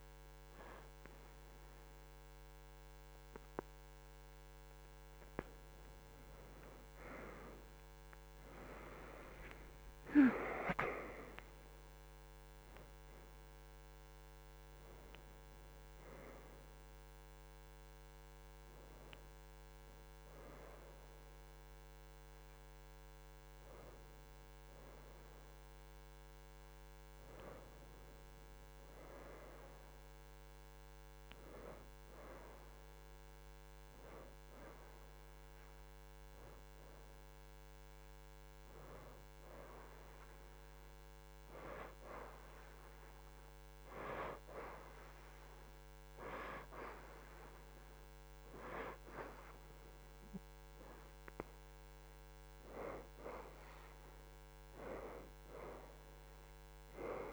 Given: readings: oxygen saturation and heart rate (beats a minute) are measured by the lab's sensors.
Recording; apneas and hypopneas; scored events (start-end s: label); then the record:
breathing in sleep by a microphone on the trachea; none
0.00-15.50 s: oxygen desaturation (device-marked, oxygen 79% lowest, heart rate 71 extreme)
26.50-39.50 s: oxygen desaturation (device-marked, oxygen 87% before, 81% lowest, heart rate 84 before, 72 extreme)
54.50-57.33 s: oxygen desaturation (device-marked, oxygen 88% before, 76% lowest, heart rate 77 before, 54 extreme)
From the record:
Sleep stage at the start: N1 (lightest sleep); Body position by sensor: on the back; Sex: female